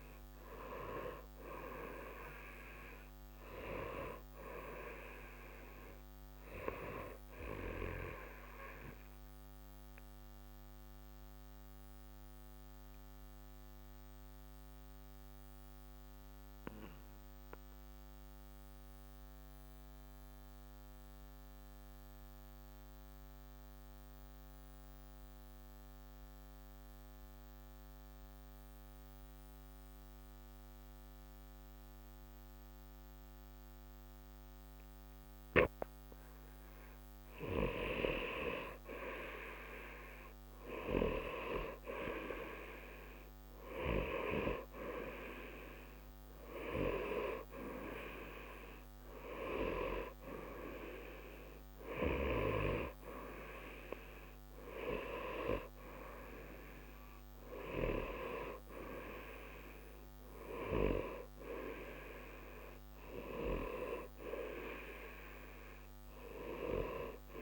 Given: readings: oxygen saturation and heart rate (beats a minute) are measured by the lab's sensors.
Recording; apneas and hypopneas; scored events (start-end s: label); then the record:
breathing in sleep by a microphone on the trachea; 1
1.00-5.00 s: arousal
6.50-21.50 s: oxygen desaturation (device-marked, oxygen 91% before, 88% lowest, heart rate 60 before, 60 extreme)
8.00-37.50 s: obstructive apnea (oxygen 92% before, 88% lowest, heart rate 60 before, 60 extreme, up 1 after)
38.50-67.42 s: oxygen desaturation (device-marked, oxygen 97% before, 88% lowest, heart rate 60 before, 60 extreme)
40.00-43.50 s: arousal
From the record:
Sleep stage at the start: N2 (light sleep); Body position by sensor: on the right side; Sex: male